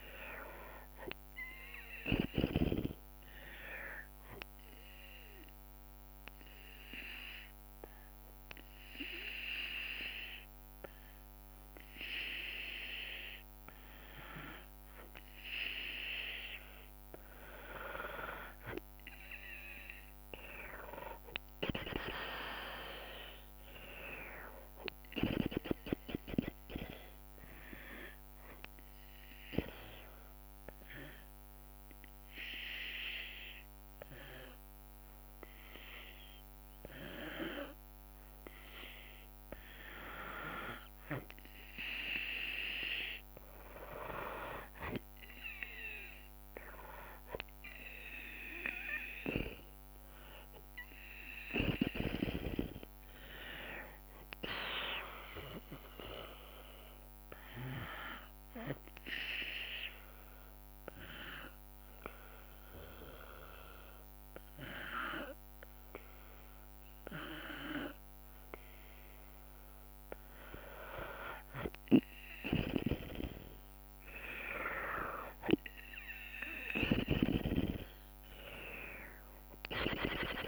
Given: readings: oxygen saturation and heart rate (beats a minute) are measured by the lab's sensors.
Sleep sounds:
breathing in sleep by a microphone on the trachea; 3
0.00-12.50 s: oxygen desaturation (device-marked, oxygen 93% lowest, heart rate 57 extreme)
1.50-9.50 s: drop in pulse transit time (device-marked, heart rate 65 before, 68 extreme)
3.00-15.00 s: obstructive apnea (oxygen 97% before, 93% lowest, heart rate 65 before, 57 extreme, up 10 after)
17.00-20.00 s: arousal
20.50-31.50 s: drop in pulse transit time (device-marked, heart rate 68 before, 60 extreme)
22.50-39.50 s: oxygen desaturation (device-marked, oxygen 96% before, 93% lowest, heart rate 69 before, 57 extreme)
28.00-39.50 s: obstructive apnea (oxygen 96% before, 92% lowest, heart rate 71 before, 58 extreme, up 16 after)
43.00-46.50 s: arousal
51.50-63.50 s: drop in pulse transit time (device-marked, heart rate 66 before, 61 extreme)
57.50-69.00 s: obstructive apnea (oxygen 98% before, 92% lowest, heart rate 70 before, 57 extreme, up 8 after)
72.50-76.00 s: arousal
75.50-80.48 s: oxygen desaturation (device-marked, oxygen 97% before, 92% lowest, heart rate 65 before, 57 extreme)
77.50-80.48 s: drop in pulse transit time (device-marked, heart rate 64 before, 57 extreme)
From the record:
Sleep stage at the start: N2 (light sleep); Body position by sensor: on the back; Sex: female

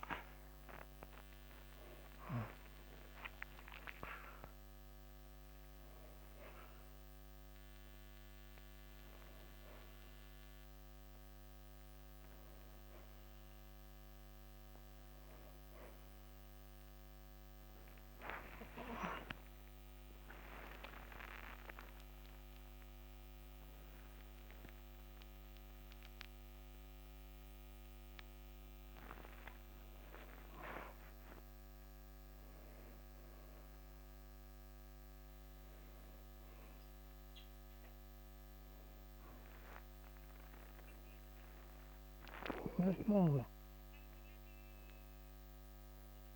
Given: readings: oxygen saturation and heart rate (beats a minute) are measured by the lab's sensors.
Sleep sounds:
a person awake in a sleep study, by a microphone on the trachea; none
0.00-1.00 s: oxygen desaturation (device-marked, oxygen 96% before, 92% lowest, heart rate 93 before, 30 extreme)
40.00-46.36 s: oxygen desaturation (device-marked, oxygen 96% before, 92% lowest, heart rate 54 before, 46 extreme)
From the record:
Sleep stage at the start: awake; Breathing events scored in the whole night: 180 in 3.3 hours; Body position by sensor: on the back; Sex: male

